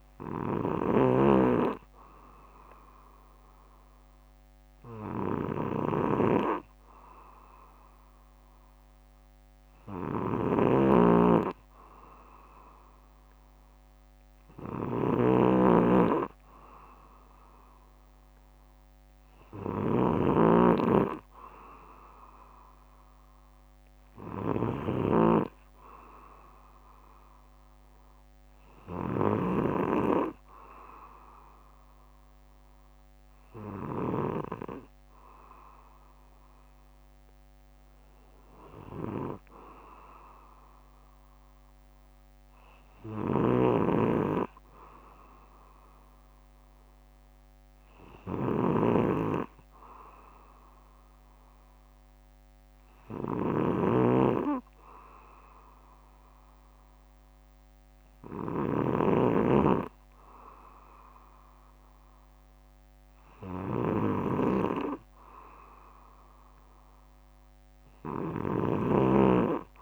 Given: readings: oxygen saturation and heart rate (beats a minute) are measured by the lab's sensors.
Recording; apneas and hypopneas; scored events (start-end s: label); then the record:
breathing in sleep by a microphone on the trachea; none
0.00-1.00 s: snoring (device-marked)
10.50-29.50 s: snoring (device-marked)
43.00-69.82 s: snoring (device-marked)
49.50-51.50 s: bradycardia (device-marked, heart rate 62 before, 63 extreme)
62.50-69.50 s: bradycardia (device-marked, heart rate 62 before, 48 extreme)
From the record:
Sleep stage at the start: N2 (light sleep); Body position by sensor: on the back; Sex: male